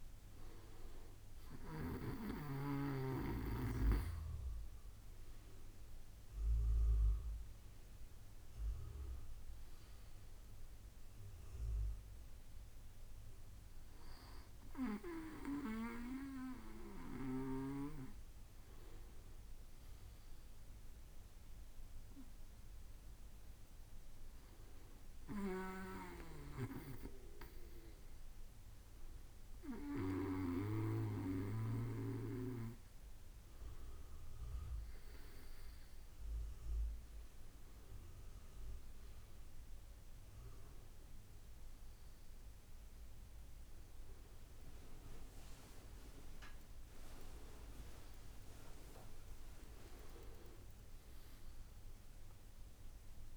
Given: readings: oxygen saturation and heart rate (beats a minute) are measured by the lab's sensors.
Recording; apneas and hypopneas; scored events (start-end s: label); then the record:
breathing in sleep by a room microphone; none
0.00-14.00 s: oxygen desaturation (device-marked, oxygen 84% lowest, heart rate 67 extreme)
49.00-53.37 s: arousal
From the record:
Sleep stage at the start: N2 (light sleep); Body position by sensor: on the back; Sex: male